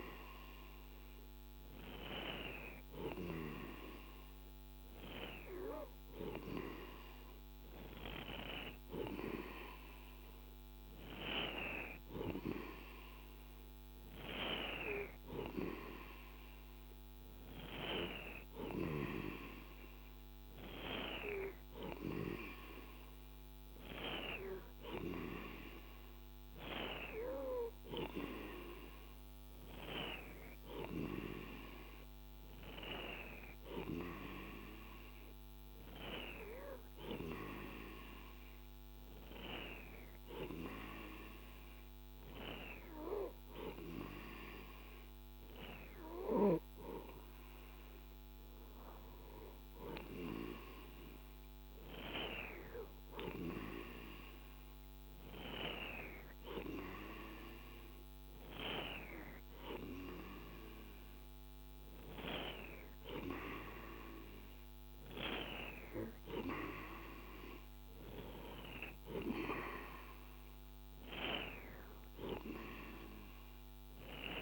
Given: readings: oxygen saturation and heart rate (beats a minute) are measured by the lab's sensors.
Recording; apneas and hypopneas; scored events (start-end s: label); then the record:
breathing in sleep by a microphone on the trachea; none
none scored
From the record:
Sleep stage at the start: N2 (light sleep); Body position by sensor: on the right side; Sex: male